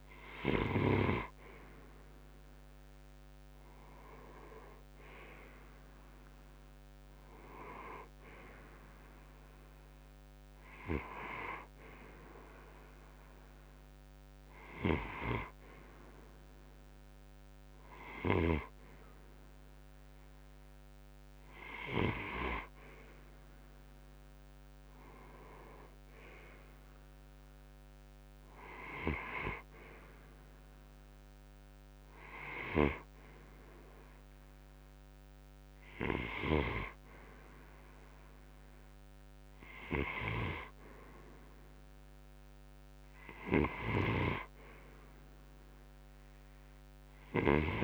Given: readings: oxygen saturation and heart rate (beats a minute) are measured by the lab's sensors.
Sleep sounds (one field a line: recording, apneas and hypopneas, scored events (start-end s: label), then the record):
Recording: breathing in sleep by a microphone on the trachea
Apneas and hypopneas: none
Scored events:
none scored
From the record:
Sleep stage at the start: N2 (light sleep)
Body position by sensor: on the right side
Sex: male